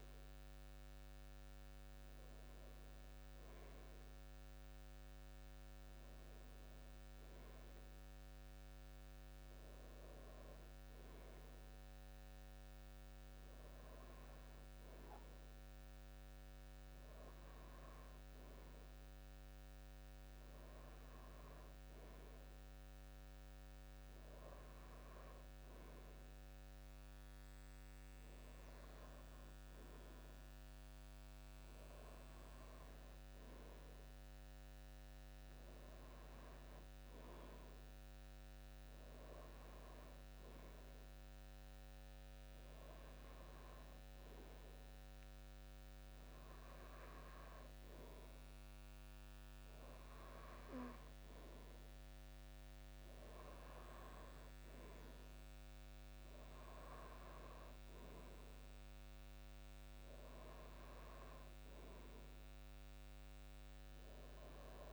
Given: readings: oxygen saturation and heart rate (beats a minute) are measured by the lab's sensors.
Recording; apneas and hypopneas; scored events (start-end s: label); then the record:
breathing in sleep, hard to hear, by a microphone on the trachea; none
none scored
From the record:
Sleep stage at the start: N2 (light sleep); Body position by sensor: on the back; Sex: male